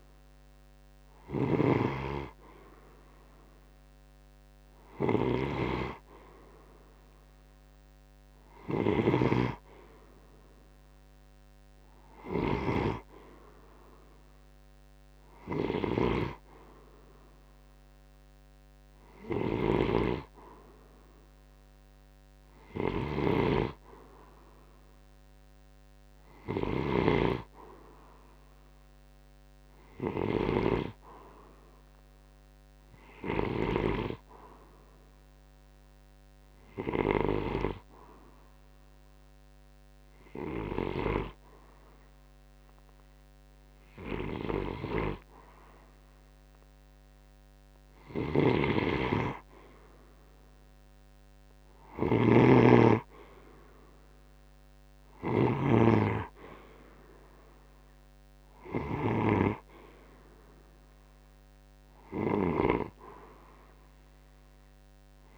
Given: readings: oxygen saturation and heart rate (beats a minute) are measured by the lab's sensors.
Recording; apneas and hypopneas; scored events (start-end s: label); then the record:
breathing in sleep by a microphone on the trachea; none
0.00-26.50 s: snoring (device-marked)
47.50-65.38 s: snoring (device-marked)
From the record:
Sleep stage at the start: N2 (light sleep); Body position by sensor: on the right side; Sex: male